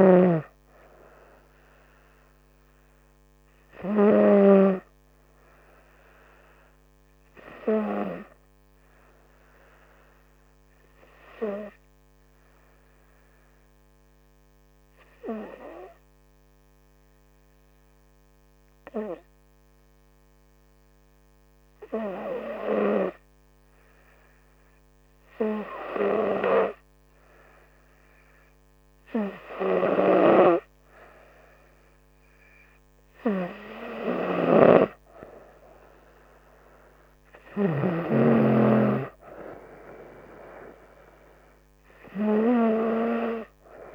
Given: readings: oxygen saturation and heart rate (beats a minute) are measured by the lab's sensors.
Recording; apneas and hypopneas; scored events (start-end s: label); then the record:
breathing in sleep by a microphone on the trachea; 1
6.00-27.00 s: hypopnea (oxygen 96% before, 94% lowest, heart rate 71 before, 67 extreme, up 3 after)
28.00-43.94 s: oxygen desaturation (device-marked, oxygen 97% before, 94% lowest, heart rate 69 before, 67 extreme)
29.00-32.00 s: arousal
From the record:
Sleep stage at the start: N2 (light sleep); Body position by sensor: on the front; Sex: female